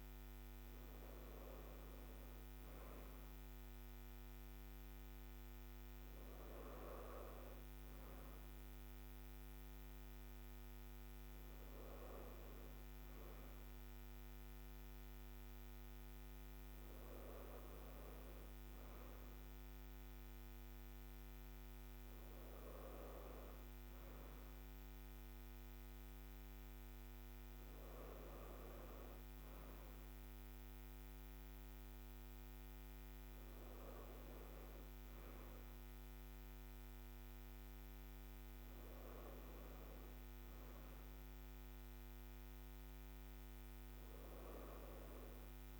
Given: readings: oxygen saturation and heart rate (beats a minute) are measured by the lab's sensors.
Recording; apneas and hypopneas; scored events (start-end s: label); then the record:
breathing in sleep, hard to hear, by a microphone on the trachea; none
none scored
From the record:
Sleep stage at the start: N2 (light sleep); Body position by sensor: on the right side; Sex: female